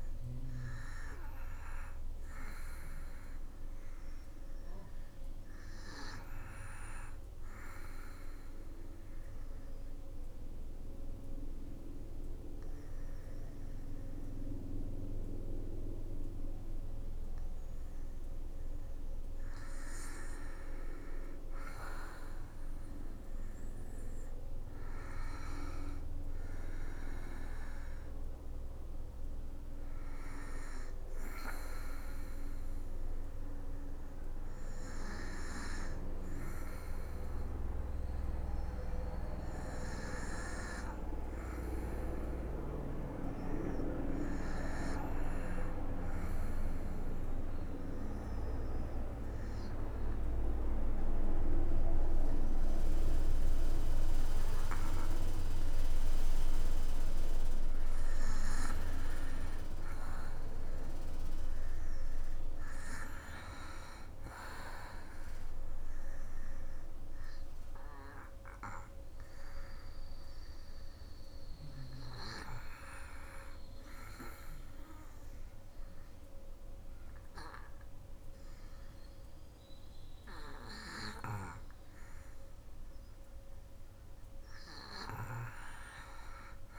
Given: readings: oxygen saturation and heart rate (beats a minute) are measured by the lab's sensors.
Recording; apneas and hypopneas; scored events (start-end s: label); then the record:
breathing in sleep by a room microphone; 3
0.00-11.50 s: oxygen desaturation (device-marked, oxygen 90% lowest, heart rate 62 extreme)
7.00-19.50 s: obstructive apnea (oxygen 98% before, 87% lowest, heart rate 66 before, 61 extreme, up 8 after)
21.50-25.00 s: arousal
26.50-44.50 s: oxygen desaturation (device-marked, oxygen 96% before, 87% lowest, heart rate 65 before, 61 extreme)
32.00-57.50 s: obstructive apnea (oxygen 97% before, 87% lowest, heart rate 67 before, 61 extreme, up 6 after)
57.50-77.50 s: oxygen desaturation (device-marked, oxygen 98% before, 88% lowest, heart rate 65 before, 63 extreme)
59.50-62.50 s: arousal
67.00-82.50 s: obstructive apnea (oxygen 98% before, 88% lowest, heart rate 67 before, 63 extreme, up 5 after)
From the record:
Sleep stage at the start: N2 (light sleep); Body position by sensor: on the back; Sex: female